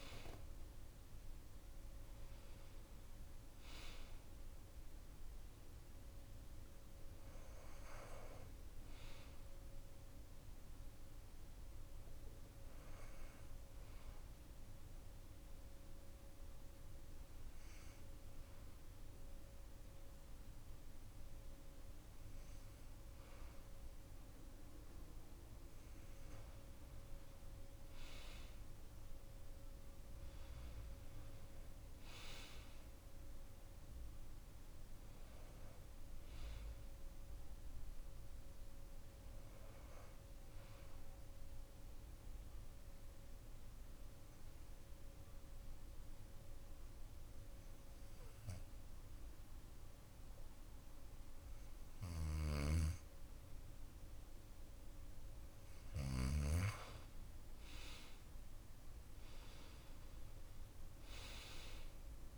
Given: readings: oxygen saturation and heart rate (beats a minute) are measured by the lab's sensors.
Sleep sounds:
breathing in sleep by a room microphone; 2
0.00-13.00 s: oxygen desaturation (device-marked, oxygen 91% lowest)
11.50-23.00 s: hypopnea (oxygen 96% before, 91% lowest)
25.50-29.50 s: arousal
40.50-54.00 s: obstructive apnea (oxygen 95% before, 91% lowest)
56.00-61.50 s: arousal
60.00-62.38 s: oxygen desaturation (device-marked, oxygen 95% before, 91% lowest)
From the record:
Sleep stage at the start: N2 (light sleep); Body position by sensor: on the back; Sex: male

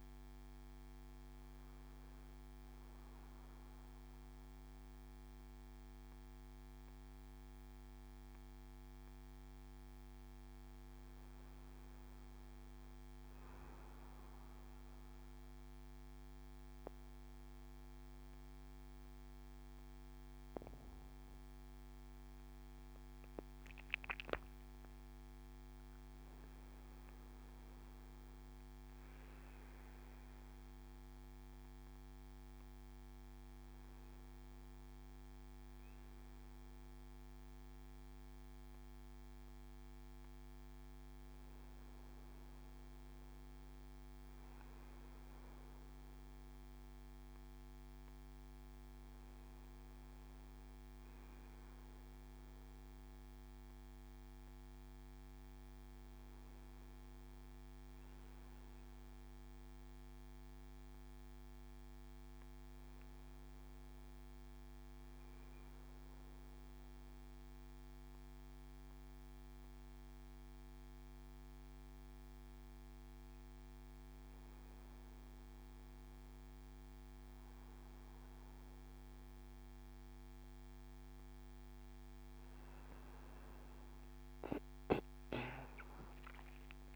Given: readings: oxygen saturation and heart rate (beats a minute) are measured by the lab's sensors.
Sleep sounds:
breathing in sleep, hard to hear, by a microphone on the trachea; none
23.00-27.00 s: arousal
32.50-39.50 s: oxygen desaturation (device-marked, oxygen 92% before, 88% lowest, heart rate 86 before, 83 extreme)
83.50-86.96 s: oxygen desaturation (device-marked, oxygen 93% before, 89% lowest, heart rate 83 before, 100 extreme)
From the record:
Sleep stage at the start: N2 (light sleep); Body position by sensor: on the back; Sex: male

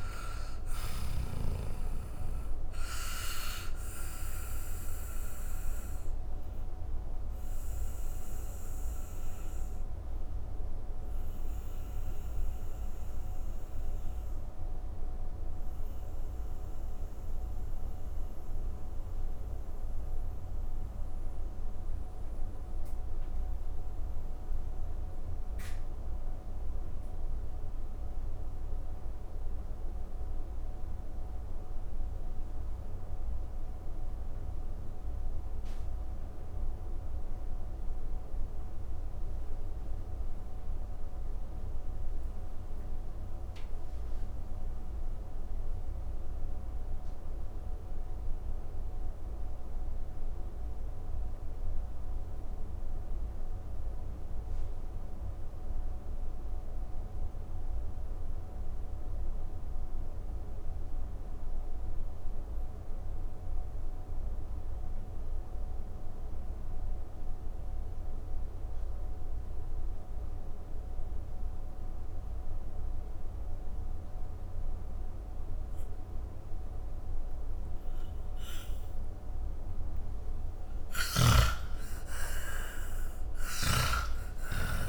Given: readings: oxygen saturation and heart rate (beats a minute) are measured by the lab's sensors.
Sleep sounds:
breathing in sleep, hard to hear, by a room microphone; 1
0.00-28.00 s: oxygen desaturation (device-marked, oxygen 81% lowest, heart rate 64 extreme)
2.50-78.50 s: mixed apnea (oxygen 98% before, 77% lowest, heart rate 99 before, 63 extreme)
60.00-84.89 s: oxygen desaturation (device-marked, oxygen 98% before, 77% lowest, heart rate 148 before, 34 extreme)
80.00-84.89 s: arousal
From the record:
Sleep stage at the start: N2 (light sleep); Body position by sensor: on the back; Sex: male

